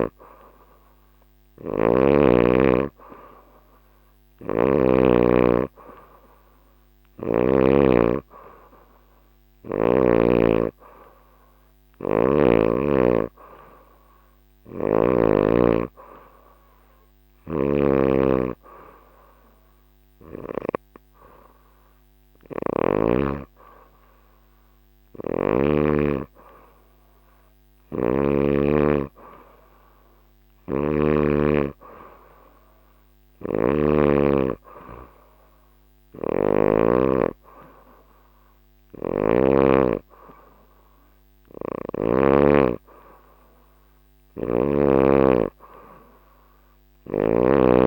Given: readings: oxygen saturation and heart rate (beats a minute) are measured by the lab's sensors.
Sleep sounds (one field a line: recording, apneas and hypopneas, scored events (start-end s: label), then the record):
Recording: breathing in sleep by a microphone on the trachea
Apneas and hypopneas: none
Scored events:
1.00-4.50 s: snoring (device-marked)
14.00-22.50 s: snoring (device-marked)
24.50-28.00 s: snoring (device-marked)
30.00-33.50 s: snoring (device-marked)
35.50-39.00 s: snoring (device-marked)
41.00-44.50 s: snoring (device-marked)
46.50-47.87 s: snoring (device-marked)
From the record:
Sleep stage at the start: N3 (deep sleep)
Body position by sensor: on the back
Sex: female